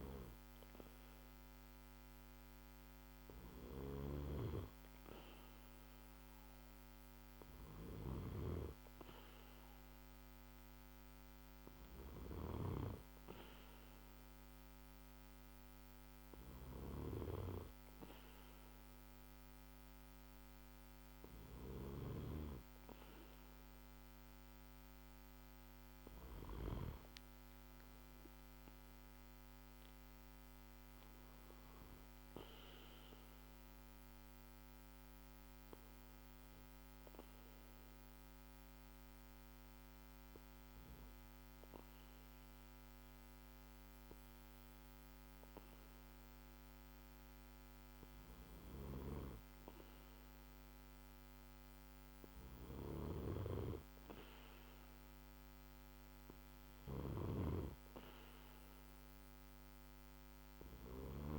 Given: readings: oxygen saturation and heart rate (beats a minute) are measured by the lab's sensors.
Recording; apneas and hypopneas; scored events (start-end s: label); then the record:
breathing in sleep by a microphone on the trachea; none
26.50-29.50 s: arousal
From the record:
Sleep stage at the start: N2 (light sleep); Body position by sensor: on the back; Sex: male